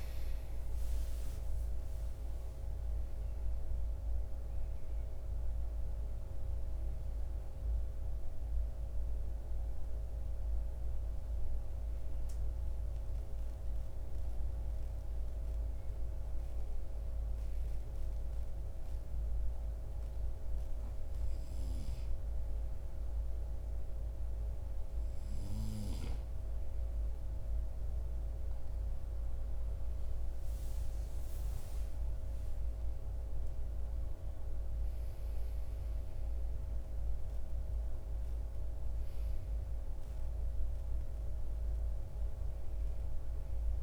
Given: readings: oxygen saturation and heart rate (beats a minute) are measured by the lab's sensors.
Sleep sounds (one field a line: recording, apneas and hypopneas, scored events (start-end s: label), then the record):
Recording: breathing in sleep, hard to hear, by a room microphone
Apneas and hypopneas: 1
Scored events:
0.00-17.00 s: oxygen desaturation (device-marked, oxygen 88% lowest, heart rate 44 extreme)
18.50-28.50 s: hypopnea (oxygen 97% before, 91% lowest, heart rate 54 before, 52 extreme, up 10 after)
30.50-35.00 s: arousal
33.00-43.83 s: oxygen desaturation (device-marked, oxygen 97% before, 91% lowest, heart rate 55 before, 51 extreme)
From the record:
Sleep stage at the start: N2 (light sleep)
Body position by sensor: on the right side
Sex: male